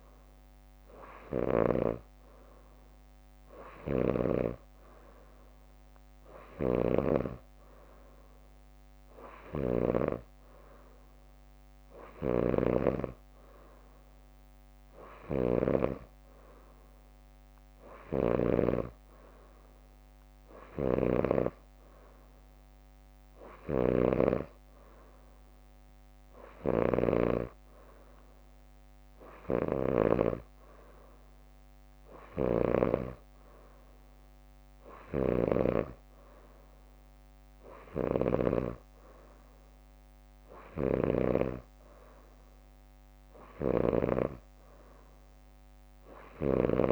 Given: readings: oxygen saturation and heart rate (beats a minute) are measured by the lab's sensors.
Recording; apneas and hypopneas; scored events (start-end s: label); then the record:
breathing in sleep by a microphone on the trachea; none
6.50-8.00 s: leg movement (device-marked)
20.50-22.50 s: leg movement (device-marked)
32.00-34.50 s: leg movement (device-marked)
32.50-38.50 s: snoring (device-marked)
35.00-42.50 s: leg movement (device-marked)
From the record:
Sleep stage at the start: N3 (deep sleep); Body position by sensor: on the back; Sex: female